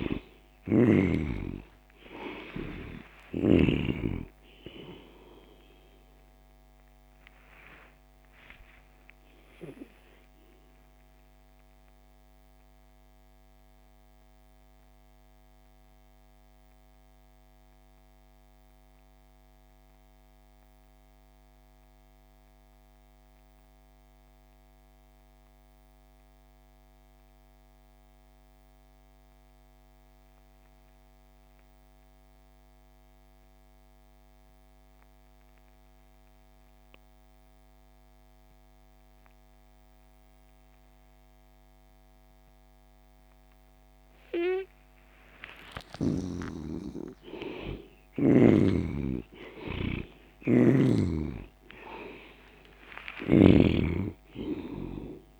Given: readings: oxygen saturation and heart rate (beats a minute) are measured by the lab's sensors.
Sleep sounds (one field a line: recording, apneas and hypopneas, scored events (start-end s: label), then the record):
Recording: breathing in sleep by a microphone on the trachea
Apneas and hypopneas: 1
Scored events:
0.00-1.50 s: arousal
0.00-20.00 s: oxygen desaturation (device-marked, oxygen 75% lowest)
11.50-44.00 s: mixed apnea (oxygen 98% before, 72% lowest)
37.00-55.40 s: oxygen desaturation (device-marked, oxygen 98% before, 72% lowest)
45.50-51.00 s: arousal
From the record:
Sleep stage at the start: N2 (light sleep)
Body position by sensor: on the back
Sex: male